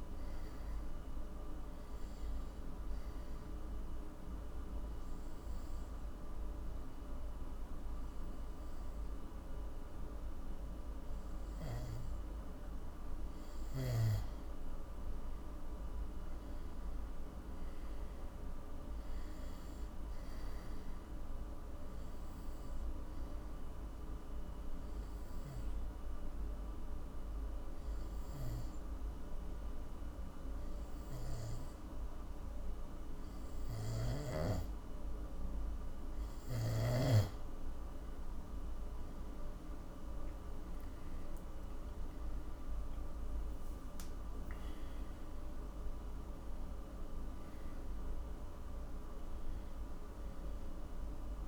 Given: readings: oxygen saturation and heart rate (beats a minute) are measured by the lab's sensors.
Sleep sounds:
breathing in sleep, hard to hear, by a room microphone; 2
0.00-1.00 s: arousal
3.50-14.50 s: oxygen desaturation (device-marked, oxygen 98% before, 94% lowest, heart rate 56 before, 50 extreme)
4.00-14.00 s: obstructive apnea (oxygen 98% before, 91% lowest, heart rate 56 before, 50 extreme, up 9 after)
15.50-19.50 s: arousal
22.00-34.00 s: obstructive apnea (oxygen 98% before, 91% lowest, heart rate 58 before, 50 extreme, up 19 after)
23.50-35.50 s: oxygen desaturation (device-marked, oxygen 96% before, 91% lowest, heart rate 57 before, 52 extreme)
39.50-44.50 s: arousal
41.50-51.47 s: oxygen desaturation (device-marked, oxygen 97% before, 92% lowest, heart rate 56 before, 52 extreme)
From the record:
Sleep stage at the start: N2 (light sleep); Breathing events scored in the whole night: 169 in 4.0 hours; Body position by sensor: on the back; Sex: male

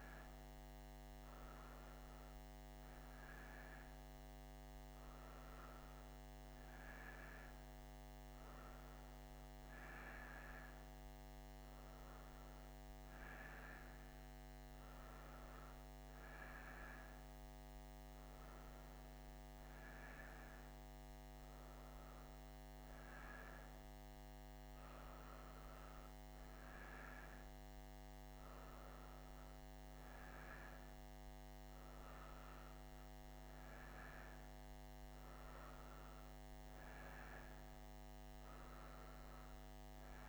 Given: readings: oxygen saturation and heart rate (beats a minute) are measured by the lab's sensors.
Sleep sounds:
breathing in sleep, hard to hear, by a microphone on the trachea; none
none scored
From the record:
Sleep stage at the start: N1 (lightest sleep); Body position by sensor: on the right side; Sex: female

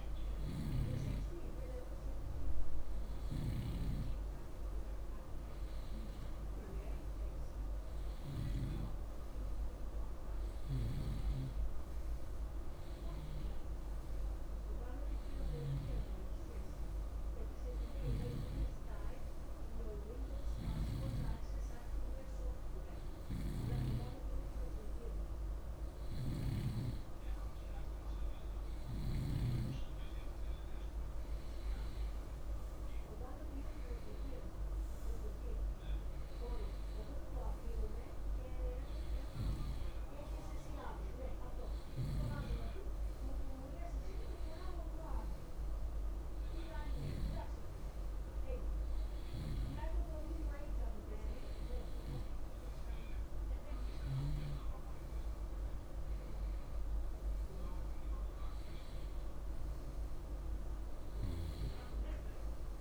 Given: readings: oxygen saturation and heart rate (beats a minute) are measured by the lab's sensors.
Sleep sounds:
breathing in sleep by a room microphone; none
none scored
From the record:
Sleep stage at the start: N2 (light sleep); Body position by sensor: on the right side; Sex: male

